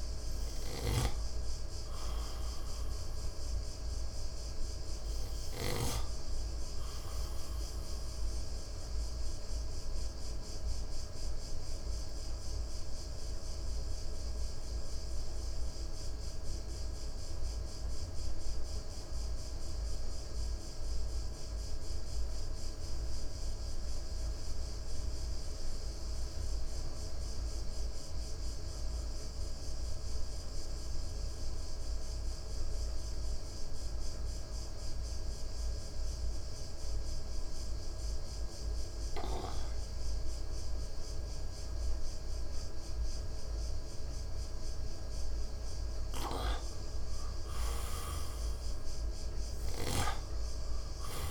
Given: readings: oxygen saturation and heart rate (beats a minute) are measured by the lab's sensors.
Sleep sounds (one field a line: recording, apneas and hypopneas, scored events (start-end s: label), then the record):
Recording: breathing in sleep by a room microphone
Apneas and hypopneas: 1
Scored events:
0.00-21.50 s: oxygen desaturation (device-marked, oxygen 91% lowest, heart rate 56 extreme)
8.50-47.00 s: mixed apnea (oxygen 98% before, 89% lowest, heart rate 60 before, 56 extreme, up 5 after)
35.50-51.31 s: oxygen desaturation (device-marked, oxygen 98% before, 89% lowest, heart rate 58 before, 56 extreme)
48.00-51.31 s: arousal
From the record:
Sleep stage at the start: N2 (light sleep)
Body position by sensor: on the right side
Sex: male